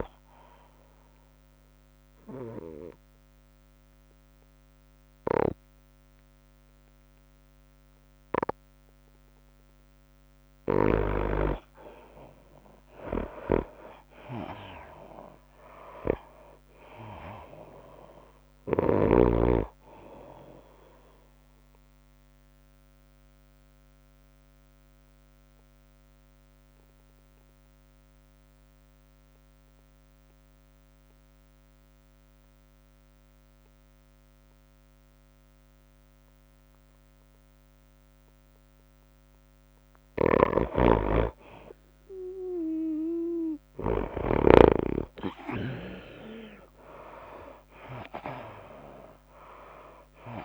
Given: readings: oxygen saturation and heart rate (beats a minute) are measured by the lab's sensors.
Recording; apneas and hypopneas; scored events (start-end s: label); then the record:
breathing in sleep by a microphone on the trachea; 2
0.00-2.00 s: drop in pulse transit time (device-marked, heart rate 90 extreme)
0.00-4.00 s: oxygen desaturation (device-marked, oxygen 76% lowest, heart rate 87 extreme)
3.00-13.00 s: obstructive apnea (oxygen 92% before, 81% lowest, heart rate 100 before, 92 extreme, up 3 after)
10.00-31.00 s: oxygen desaturation (device-marked, oxygen 98% before, 84% lowest, heart rate 102 before, 90 extreme)
15.00-17.50 s: arousal
16.00-22.00 s: tachycardia (device-marked, heart rate 97 before, 102 extreme)
23.50-40.00 s: obstructive apnea (oxygen 98% before, 75% lowest, heart rate 100 before, 90 extreme, up 7 after)
36.00-50.45 s: oxygen desaturation (device-marked, oxygen 97% before, 81% lowest, heart rate 98 before, 87 extreme)
41.00-45.50 s: snoring (device-marked)
42.50-45.00 s: arousal
48.00-50.45 s: tachycardia (device-marked, heart rate 97 before, 103 extreme)
49.00-50.45 s: drop in pulse transit time (device-marked, heart rate 93 before, 99 extreme)
From the record:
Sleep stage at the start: N2 (light sleep); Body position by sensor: on the right side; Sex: female